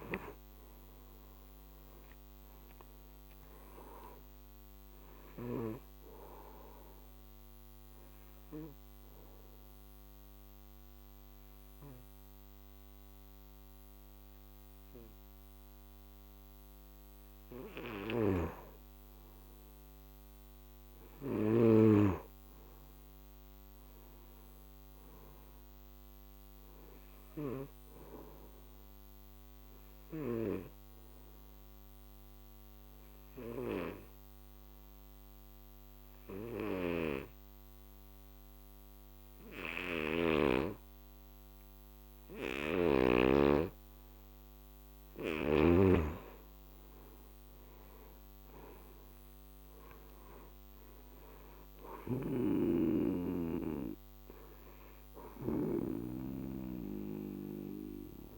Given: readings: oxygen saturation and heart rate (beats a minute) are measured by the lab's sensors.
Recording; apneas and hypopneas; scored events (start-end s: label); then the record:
breathing in sleep by a microphone on the trachea; 2
0.00-2.50 s: arousal
0.00-23.00 s: oxygen desaturation (device-marked, oxygen 96% before, 87% lowest, heart rate 59 before, 47 extreme)
5.50-17.00 s: obstructive apnea (oxygen 98% before, 84% lowest, heart rate 64 before, 48 extreme, up 18 after)
18.00-21.50 s: snoring (device-marked)
19.50-24.00 s: arousal
30.00-45.00 s: obstructive apnea (oxygen 98% before, 84% lowest, heart rate 57 before, 49 extreme, up 26 after)
31.00-40.00 s: oxygen desaturation (device-marked, oxygen 98% before, 91% lowest, heart rate 57 before, 49 extreme)
36.50-40.50 s: snoring (device-marked)
47.50-51.00 s: arousal
50.00-58.38 s: oxygen desaturation (device-marked, oxygen 96% before, 84% lowest, heart rate 59 before, 49 extreme)
52.00-58.38 s: snoring (device-marked)
From the record:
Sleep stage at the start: N2 (light sleep); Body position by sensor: on the back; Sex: male